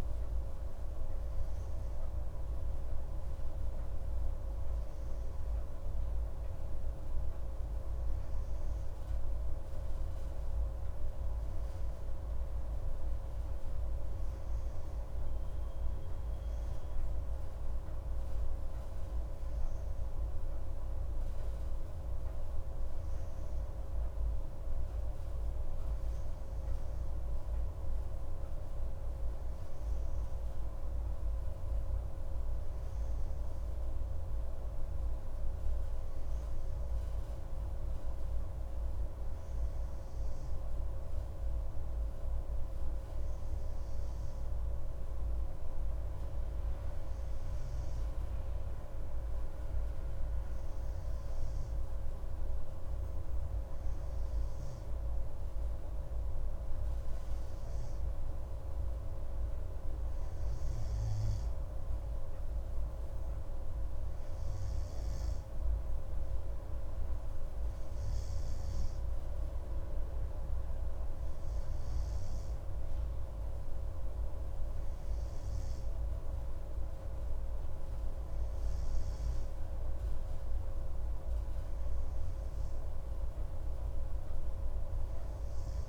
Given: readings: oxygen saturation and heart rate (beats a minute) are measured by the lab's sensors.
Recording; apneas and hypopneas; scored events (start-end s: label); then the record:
breathing in sleep, hard to hear, by a room microphone; none
none scored
From the record:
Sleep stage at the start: N2 (light sleep); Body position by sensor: on the right side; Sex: male